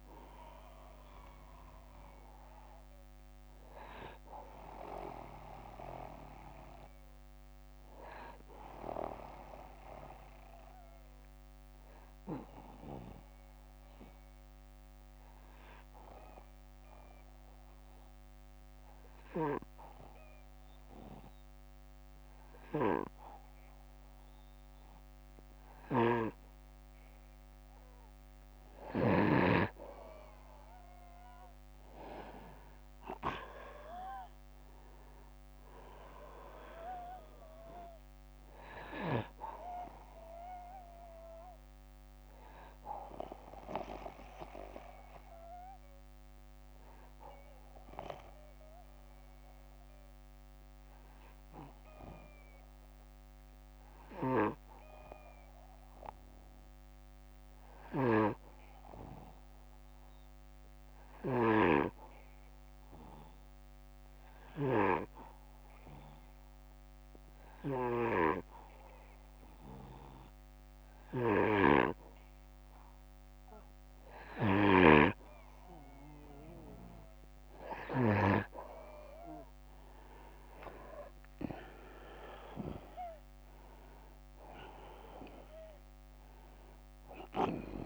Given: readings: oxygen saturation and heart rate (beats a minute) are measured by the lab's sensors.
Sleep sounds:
breathing in sleep by a microphone on the trachea; 2
6.00-20.00 s: oxygen desaturation (device-marked, oxygen 94% before, 89% lowest, heart rate 66 before, 59 extreme)
9.50-27.00 s: obstructive apnea (oxygen 94% before, 89% lowest, heart rate 66 before, 59 extreme, up 5 after)
25.00-28.50 s: snoring (device-marked)
31.00-35.00 s: arousal
44.50-72.00 s: obstructive apnea (oxygen 98% before, 92% lowest, heart rate 63 before, 58 extreme, up 2 after)
57.00-61.00 s: snoring (device-marked)
67.00-77.50 s: snoring (device-marked)
79.00-84.00 s: oxygen desaturation (device-marked, oxygen 97% before, 94% lowest, heart rate 60 before, 58 extreme)
81.50-85.50 s: arousal
From the record:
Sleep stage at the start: N2 (light sleep); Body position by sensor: on the back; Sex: male

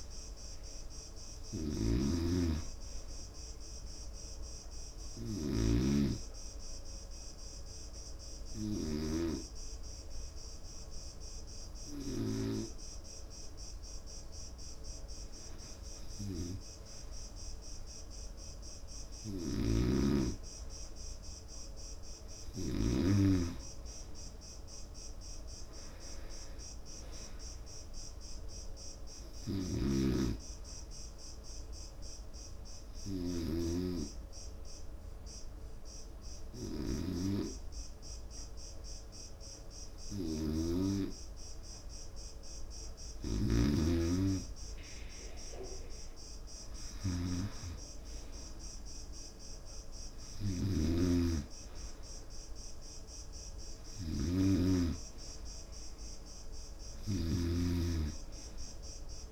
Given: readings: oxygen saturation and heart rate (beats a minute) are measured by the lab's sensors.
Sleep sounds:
breathing in sleep by a room microphone; 2
6.50-18.00 s: obstructive apnea (oxygen 94% before, 89% lowest, heart rate 73 before, 71 extreme, up 2 after)
13.00-27.00 s: oxygen desaturation (device-marked, oxygen 94% before, 89% lowest, heart rate 74 before, 71 extreme)
20.00-23.50 s: arousal
32.00-43.00 s: obstructive apnea (oxygen 96% before, 90% lowest, heart rate 72 before, 70 extreme, up 1 after)
39.00-50.00 s: oxygen desaturation (device-marked, oxygen 96% before, 91% lowest, heart rate 72 before, 68 extreme)
46.00-50.00 s: arousal
From the record:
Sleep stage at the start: N2 (light sleep); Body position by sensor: on the right side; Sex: male

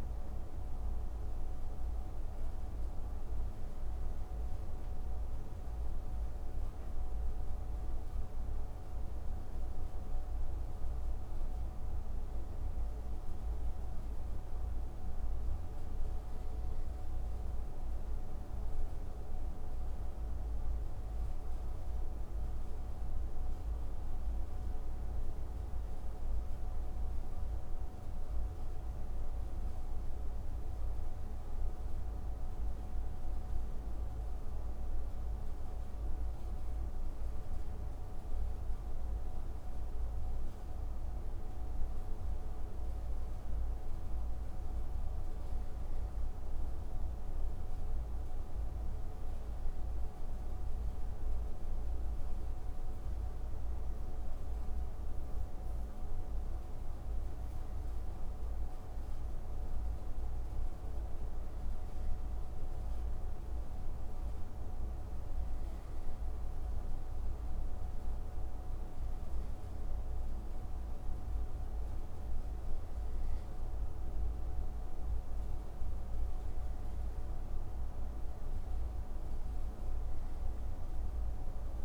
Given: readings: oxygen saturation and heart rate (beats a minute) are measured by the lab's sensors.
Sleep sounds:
breathing in sleep, hard to hear, by a room microphone; none
none scored
From the record:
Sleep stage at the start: N2 (light sleep); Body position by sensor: on the right side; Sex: male

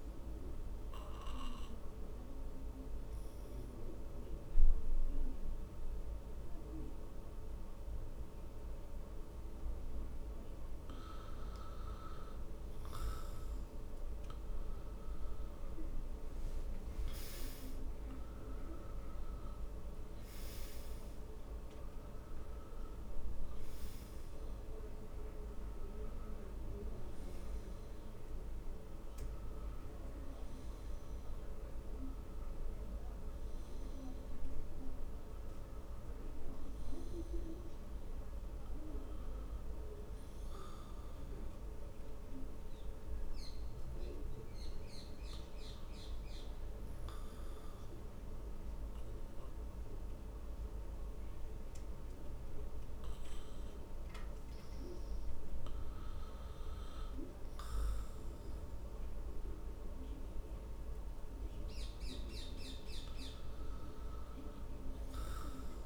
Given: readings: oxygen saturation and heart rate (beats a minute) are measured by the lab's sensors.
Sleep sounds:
breathing in sleep, hard to hear, by a room microphone; 2
0.00-8.00 s: oxygen desaturation (device-marked, oxygen 90% lowest, heart rate 60 extreme)
1.50-12.00 s: obstructive apnea (oxygen 96% before, 89% lowest, heart rate 63 before, 62 extreme, up 11 after)
18.00-22.00 s: arousal
41.50-60.00 s: hypopnea (oxygen 92% before, 88% lowest, heart rate 67 before, 57 extreme, up 3 after)
61.00-65.86 s: oxygen desaturation (device-marked, oxygen 96% before, 89% lowest, heart rate 59 before, 59 extreme)
62.50-65.00 s: arousal
From the record:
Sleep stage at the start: N2 (light sleep); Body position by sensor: on the back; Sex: male

